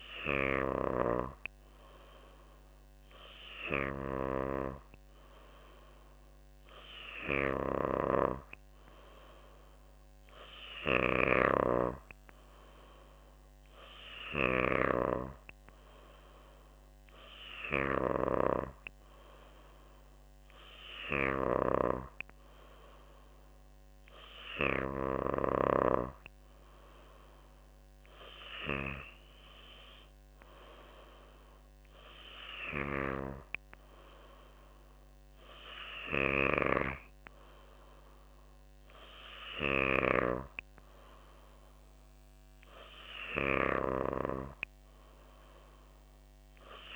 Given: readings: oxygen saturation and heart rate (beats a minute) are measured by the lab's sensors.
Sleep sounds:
breathing in sleep by a microphone on the trachea; none
none scored
From the record:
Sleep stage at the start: N3 (deep sleep); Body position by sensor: on the back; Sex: female

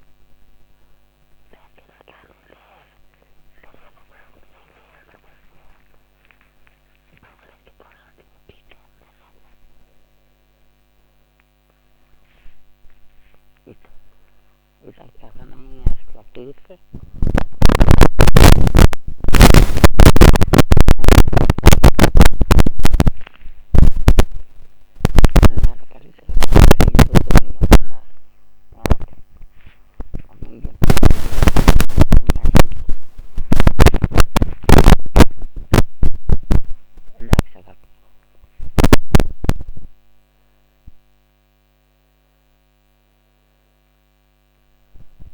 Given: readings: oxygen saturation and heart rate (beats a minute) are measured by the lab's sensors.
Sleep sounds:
a person awake in a sleep study, by a microphone on the trachea; none
none scored
From the record:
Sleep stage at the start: awake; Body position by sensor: on the back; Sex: female

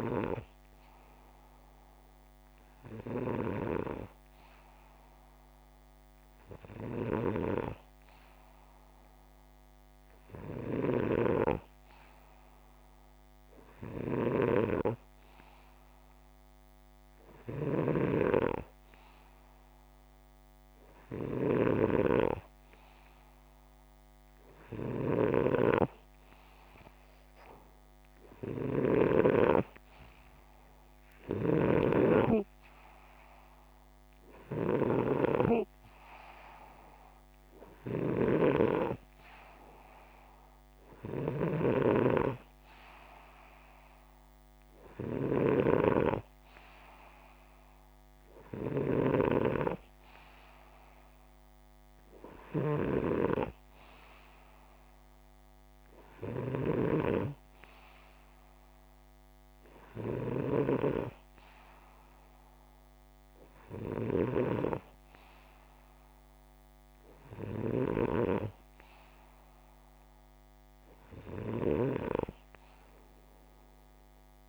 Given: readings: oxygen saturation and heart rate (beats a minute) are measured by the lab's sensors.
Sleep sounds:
breathing in sleep by a microphone on the trachea; none
28.00-31.50 s: snoring (device-marked)
From the record:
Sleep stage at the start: N2 (light sleep); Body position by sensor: upright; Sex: male

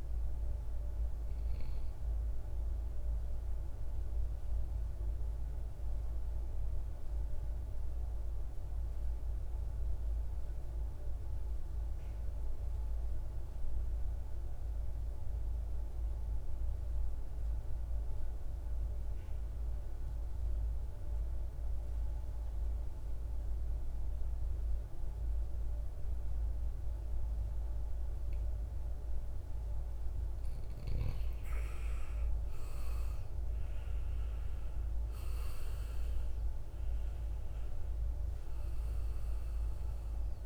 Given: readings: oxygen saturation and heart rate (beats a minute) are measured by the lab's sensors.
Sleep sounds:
breathing in sleep, hard to hear, by a room microphone; 1
0.00-14.50 s: oxygen desaturation (device-marked, oxygen 87% lowest, heart rate 52 extreme)
2.00-29.50 s: mixed apnea (oxygen 100% before, 87% lowest, heart rate 64 before, 52 extreme, up 16 after)
32.00-36.00 s: arousal
32.50-40.46 s: oxygen desaturation (device-marked, oxygen 98% before, 89% lowest, heart rate 57 before, 53 extreme)
From the record:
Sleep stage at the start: N2 (light sleep); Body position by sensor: on the right side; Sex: male

